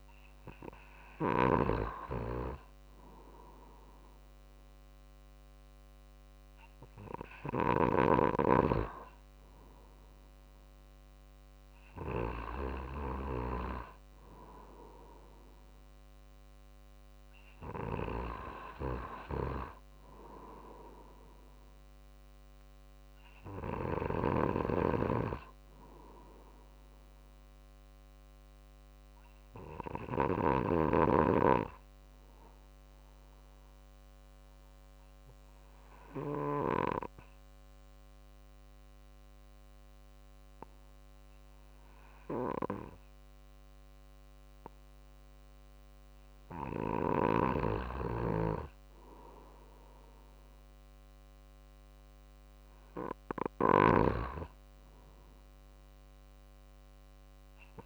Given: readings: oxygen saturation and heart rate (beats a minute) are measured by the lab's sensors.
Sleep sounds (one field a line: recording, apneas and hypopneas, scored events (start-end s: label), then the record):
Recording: breathing in sleep by a microphone on the trachea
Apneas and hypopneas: 1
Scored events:
0.00-1.00 s: snoring (device-marked)
12.50-27.50 s: drop in pulse transit time (device-marked, heart rate 50 before, 50 extreme)
21.50-24.50 s: arousal
23.50-30.00 s: snoring (device-marked)
29.00-46.50 s: obstructive apnea (oxygen 95% before, 93% lowest, heart rate 51 before, 49 extreme, up 2 after)
48.00-51.50 s: arousal
49.50-57.86 s: drop in pulse transit time (device-marked, heart rate 50 before, 49 extreme)
53.00-57.86 s: snoring (device-marked)
From the record:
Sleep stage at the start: N2 (light sleep)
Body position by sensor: on the right side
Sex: male